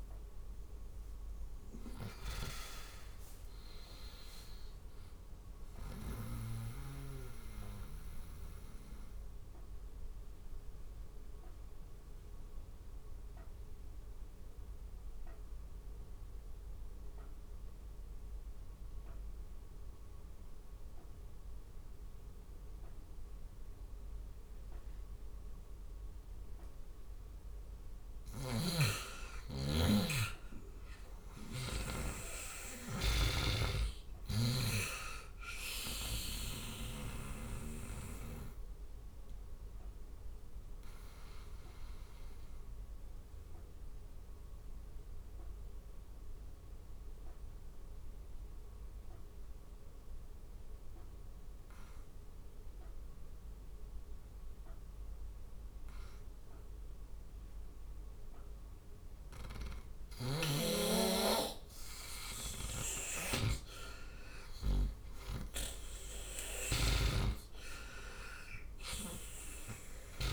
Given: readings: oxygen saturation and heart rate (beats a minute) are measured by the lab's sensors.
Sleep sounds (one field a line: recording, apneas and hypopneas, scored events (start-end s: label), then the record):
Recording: breathing in sleep by a room microphone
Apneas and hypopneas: 2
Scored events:
0.00-5.50 s: snoring (device-marked)
6.00-26.50 s: obstructive apnea (oxygen 97% before, 90% lowest, heart rate 77 before, 66 extreme, up 10 after)
17.50-24.50 s: oxygen desaturation (device-marked, oxygen 96% before, 92% lowest, heart rate 78 before, 67 extreme)
27.50-31.00 s: snoring (device-marked)
28.50-32.50 s: arousal
35.50-43.50 s: oxygen desaturation (device-marked, oxygen 97% before, 94% lowest, heart rate 71 before, 68 extreme)
38.00-58.50 s: obstructive apnea (oxygen 97% before, 89% lowest, heart rate 71 before, 68 extreme, up 10 after)
60.00-63.00 s: arousal
64.50-70.00 s: snoring (device-marked)
From the record:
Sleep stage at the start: N2 (light sleep)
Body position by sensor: on the right side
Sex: male